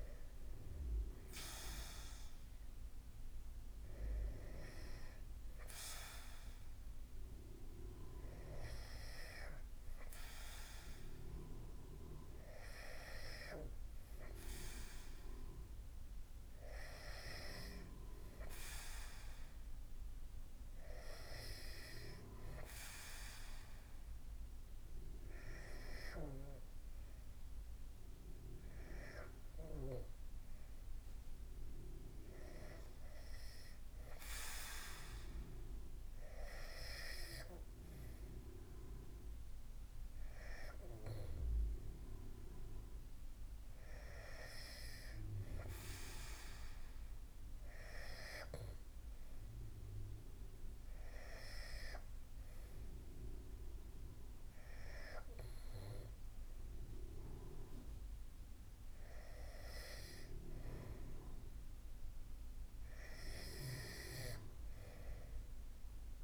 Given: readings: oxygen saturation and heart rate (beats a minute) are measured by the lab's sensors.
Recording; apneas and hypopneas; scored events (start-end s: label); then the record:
breathing in sleep by a room microphone; none
none scored
From the record:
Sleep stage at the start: N2 (light sleep); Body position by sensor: on the back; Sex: male